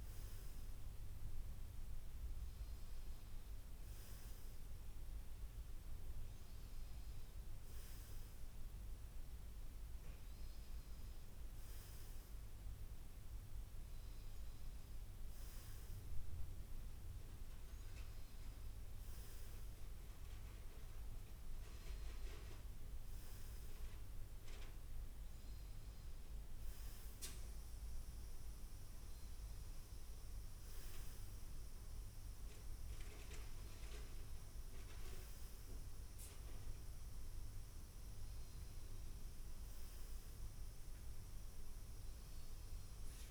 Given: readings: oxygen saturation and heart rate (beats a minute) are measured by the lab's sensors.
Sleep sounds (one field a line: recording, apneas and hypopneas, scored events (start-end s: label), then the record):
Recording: breathing in sleep, hard to hear, by a room microphone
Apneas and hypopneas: none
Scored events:
none scored
From the record:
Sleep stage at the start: N2 (light sleep)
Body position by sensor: on the front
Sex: male